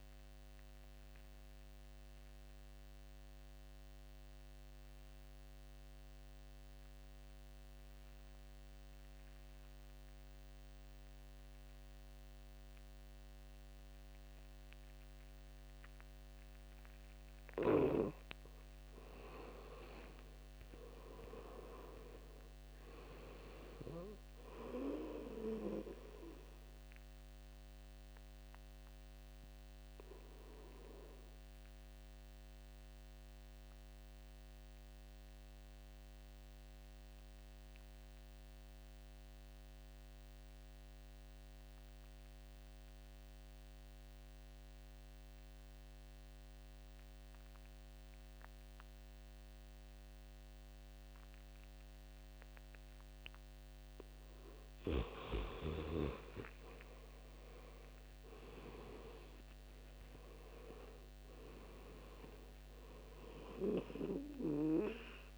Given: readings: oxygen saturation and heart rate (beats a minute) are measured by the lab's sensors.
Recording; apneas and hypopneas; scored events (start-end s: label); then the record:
breathing in sleep by a microphone on the trachea; 2
0.50-19.00 s: mixed apnea (oxygen 98% before, 85% lowest, heart rate 77 before, 65 extreme, up 9 after)
19.50-42.50 s: oxygen desaturation (device-marked, oxygen 98% before, 90% lowest, heart rate 72 before, 65 extreme)
21.00-25.00 s: arousal
27.50-54.00 s: obstructive apnea (oxygen 98% before, 85% lowest, heart rate 73 before, 69 extreme, up 13 after)
50.50-65.38 s: oxygen desaturation (device-marked, oxygen 98% before, 85% lowest, heart rate 69 before, 68 extreme)
55.50-60.00 s: arousal
From the record:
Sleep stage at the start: N2 (light sleep); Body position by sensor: on the right side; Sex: male